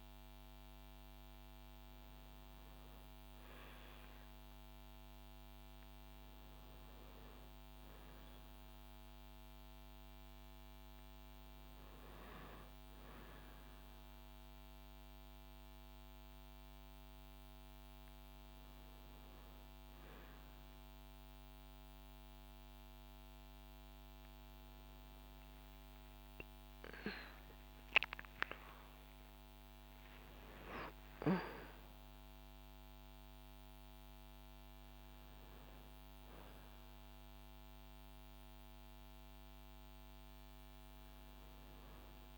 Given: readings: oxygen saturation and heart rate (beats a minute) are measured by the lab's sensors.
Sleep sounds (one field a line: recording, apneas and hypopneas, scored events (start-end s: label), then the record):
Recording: a person awake in a sleep study, by a microphone on the trachea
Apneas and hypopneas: none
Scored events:
none scored
From the record:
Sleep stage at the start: awake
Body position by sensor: on the back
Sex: female